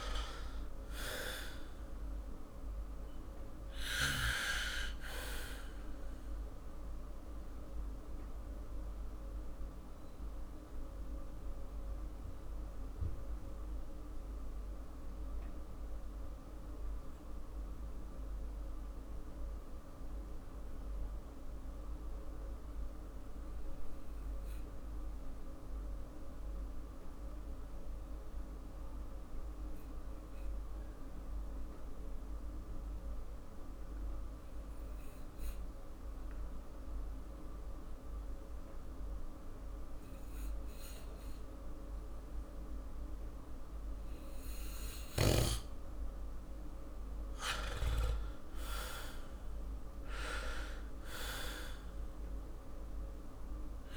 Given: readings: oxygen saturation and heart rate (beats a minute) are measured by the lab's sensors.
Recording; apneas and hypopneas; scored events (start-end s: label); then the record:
breathing in sleep by a room microphone; 1
0.00-1.00 s: arousal
6.50-44.50 s: mixed apnea (oxygen 99% before, 86% lowest, heart rate 49 before, 46 extreme, up 7 after)
28.00-51.00 s: oxygen desaturation (device-marked, oxygen 98% before, 86% lowest, heart rate 49 before, 47 extreme)
46.50-51.50 s: arousal
From the record:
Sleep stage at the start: N2 (light sleep); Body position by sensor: on the back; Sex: male